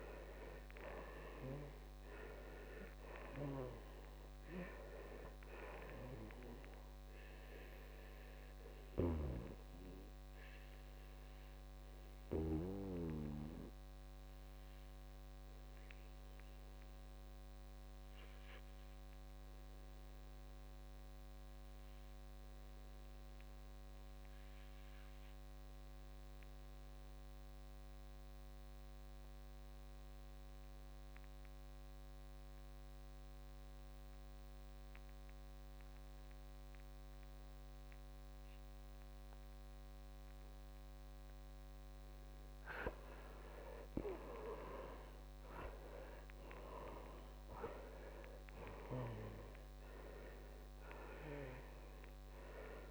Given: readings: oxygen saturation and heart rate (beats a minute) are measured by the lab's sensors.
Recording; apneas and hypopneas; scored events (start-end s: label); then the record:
breathing in sleep by a microphone on the trachea; 1
0.00-15.50 s: oxygen desaturation (device-marked, oxygen 75% lowest, heart rate 55 extreme)
9.50-40.50 s: obstructive apnea (oxygen 96% before, 75% lowest, heart rate 70 before, 55 extreme, up 10 after)
33.50-52.90 s: oxygen desaturation (device-marked, oxygen 98% before, 78% lowest, heart rate 59 before, 56 extreme)
43.00-48.00 s: arousal
From the record:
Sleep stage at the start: N2 (light sleep); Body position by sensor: on the back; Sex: male